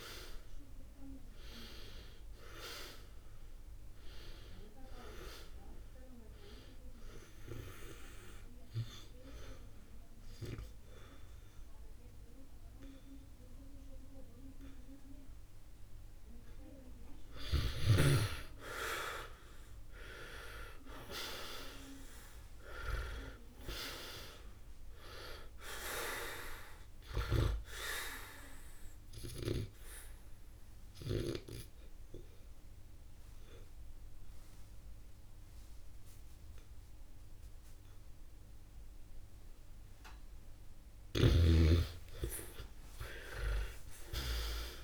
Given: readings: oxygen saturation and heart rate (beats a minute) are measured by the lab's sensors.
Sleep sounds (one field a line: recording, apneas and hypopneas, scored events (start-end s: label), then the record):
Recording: breathing in sleep by a room microphone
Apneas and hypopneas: 2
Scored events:
7.50-17.50 s: obstructive apnea (oxygen 99% before, 84% lowest, heart rate 91 before, 61 extreme)
20.00-23.50 s: arousal
24.50-44.50 s: oxygen desaturation (device-marked, oxygen 99% before, 84% lowest, heart rate 71 before, 69 extreme)
27.00-40.50 s: obstructive apnea (oxygen 99% before, 83% lowest, heart rate 69 before, 69 extreme, up 20 after)
32.50-34.50 s: long interval between heartbeats (device-marked, heart rate 67 before, 77 extreme)
43.00-44.84 s: arousal
43.50-44.84 s: long interval between heartbeats (device-marked, heart rate 71 before, 78 extreme)
From the record:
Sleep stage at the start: N2 (light sleep)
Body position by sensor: on the right side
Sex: male